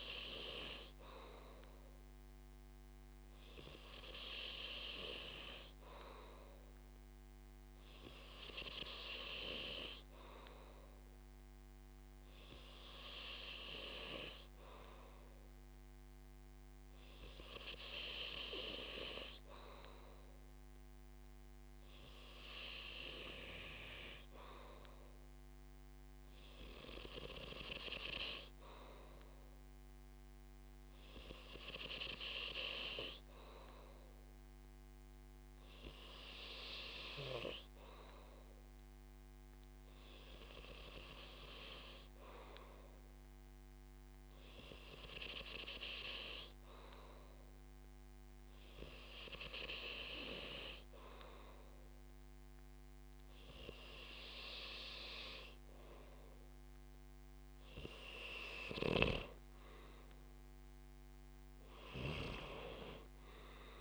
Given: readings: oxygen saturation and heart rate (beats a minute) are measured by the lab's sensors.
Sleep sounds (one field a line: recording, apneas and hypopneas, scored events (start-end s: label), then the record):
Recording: breathing in sleep by a microphone on the trachea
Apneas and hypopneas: none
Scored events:
none scored
From the record:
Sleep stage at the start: N2 (light sleep)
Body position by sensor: on the back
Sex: male